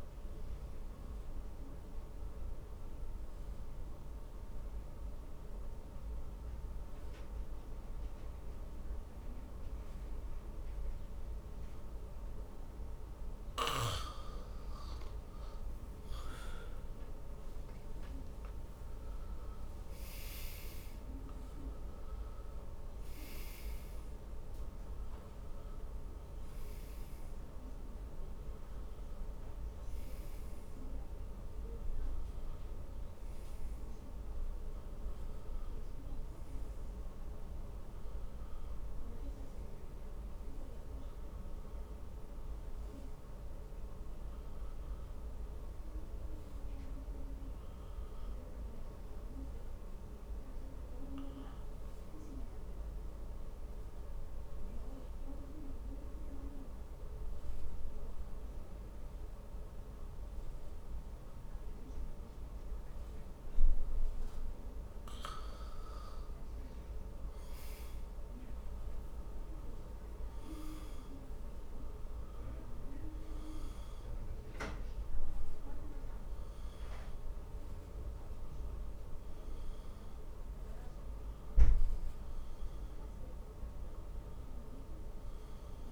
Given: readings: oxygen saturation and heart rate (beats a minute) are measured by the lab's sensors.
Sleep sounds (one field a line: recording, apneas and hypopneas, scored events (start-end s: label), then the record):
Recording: breathing in sleep, hard to hear, by a room microphone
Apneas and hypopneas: 2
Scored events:
1.50-15.50 s: obstructive apnea (oxygen 98% before, 92% lowest, heart rate 63 before, 50 extreme, up 21 after)
17.50-22.00 s: arousal
51.00-67.00 s: obstructive apnea (oxygen 96% before, 92% lowest, heart rate 57 before, 49 extreme, up 11 after)
70.50-75.50 s: arousal
From the record:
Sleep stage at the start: N2 (light sleep)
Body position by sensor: on the back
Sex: male